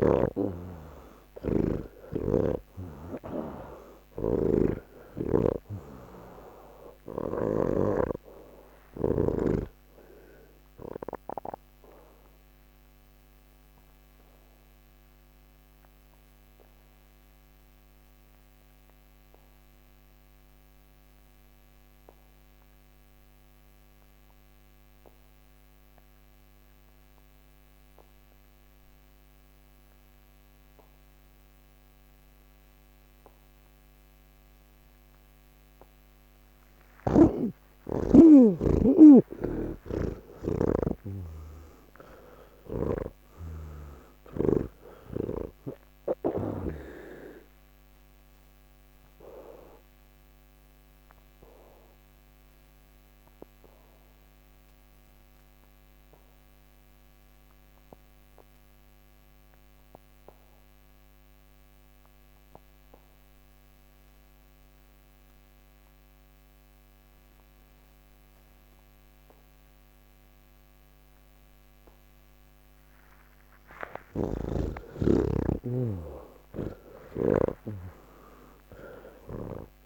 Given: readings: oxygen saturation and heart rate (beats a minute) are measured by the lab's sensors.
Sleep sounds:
breathing in sleep by a microphone on the trachea; 2
0.00-26.50 s: oxygen desaturation (device-marked, oxygen 79% lowest)
11.50-35.00 s: obstructive apnea (oxygen 98% before, 79% lowest, heart rate 64 before, 36 extreme, up 17 after)
35.50-44.50 s: oxygen desaturation (device-marked, oxygen 98% before, 88% lowest, heart rate 70 before, 50 extreme)
39.50-47.00 s: snoring (device-marked)
46.50-65.50 s: oxygen desaturation (device-marked, oxygen 90% before, 80% lowest, heart rate 52 before, 66 extreme)
47.00-72.50 s: obstructive apnea (oxygen 98% before, 80% lowest, heart rate 52 before, 66 extreme, up 22 after)
74.00-77.50 s: snoring (device-marked)
From the record:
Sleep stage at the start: N3 (deep sleep); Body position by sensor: on the back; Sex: male

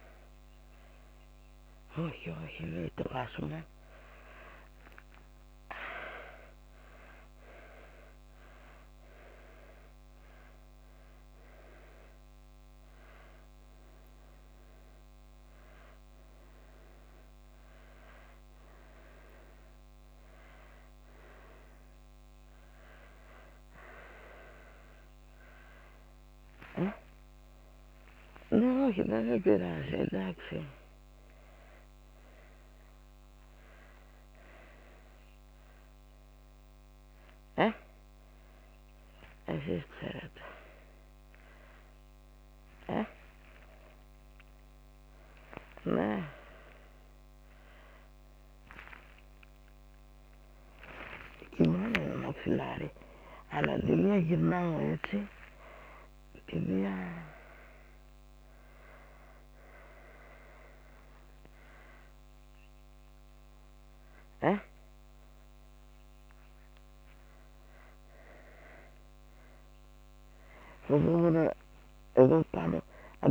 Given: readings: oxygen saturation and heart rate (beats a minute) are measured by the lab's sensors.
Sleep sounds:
a person awake in a sleep study, by a microphone on the trachea; none
none scored
From the record:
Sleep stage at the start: awake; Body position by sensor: on the back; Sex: female

